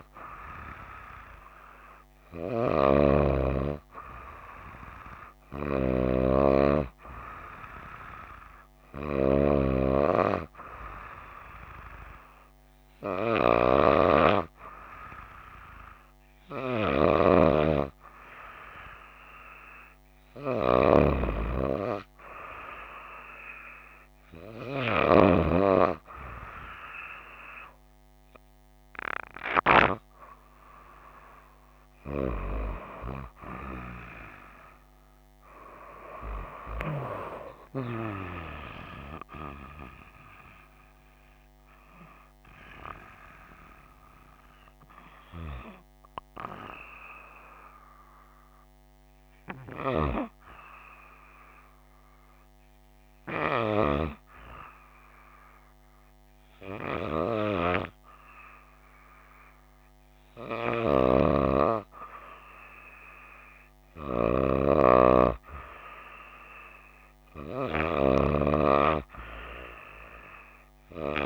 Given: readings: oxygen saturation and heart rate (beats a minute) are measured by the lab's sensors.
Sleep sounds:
breathing in sleep by a microphone on the trachea; none
38.00-41.50 s: arousal
From the record:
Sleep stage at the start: N2 (light sleep); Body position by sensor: on the right side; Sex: female

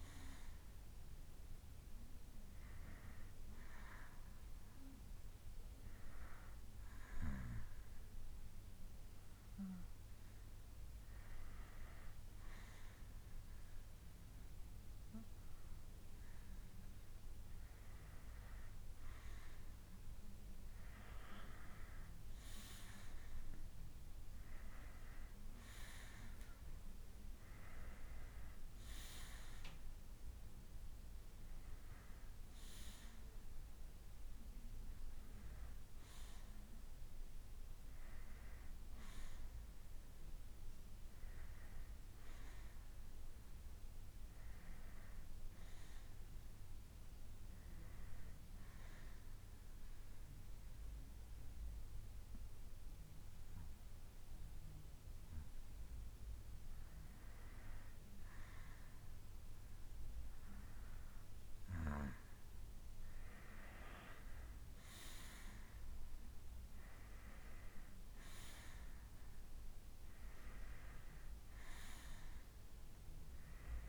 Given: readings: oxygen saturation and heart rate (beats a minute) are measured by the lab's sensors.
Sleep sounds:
breathing in sleep by a room microphone; 2
0.00-12.00 s: oxygen desaturation (device-marked, oxygen 91% lowest, heart rate 55 extreme)
4.50-16.00 s: hypopnea (oxygen 96% before, 89% lowest, heart rate 66 before, 57 extreme, up 22 after)
6.00-8.00 s: bradycardia (device-marked, heart rate 68 before, 65 extreme)
18.00-21.50 s: arousal
47.00-51.00 s: bradycardia (device-marked, heart rate 68 before, 55 extreme)
49.50-61.00 s: hypopnea (oxygen 93% before, 89% lowest, heart rate 71 before, 56 extreme, up 19 after)
64.00-67.00 s: arousal
64.00-67.00 s: bradycardia (device-marked, heart rate 68 before, 65 extreme)
66.00-73.89 s: oxygen desaturation (device-marked, oxygen 92% before, 89% lowest, heart rate 66 before, 56 extreme)
From the record:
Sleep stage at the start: N2 (light sleep); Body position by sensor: on the back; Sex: male

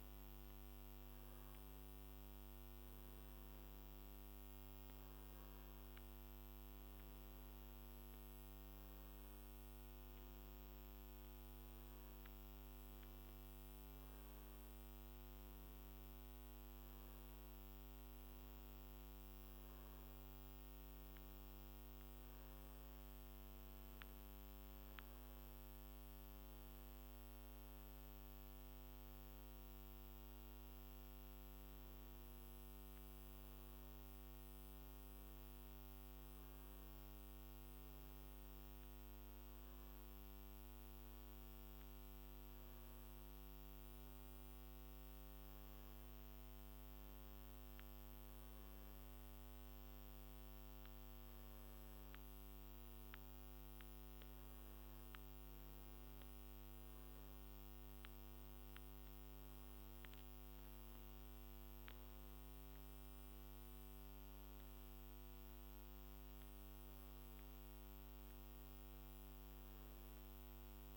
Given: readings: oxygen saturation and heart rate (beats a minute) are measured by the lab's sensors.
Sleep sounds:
a person awake in a sleep study, hard to hear, by a microphone on the trachea; none
none scored
From the record:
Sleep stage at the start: awake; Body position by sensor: on the back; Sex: male

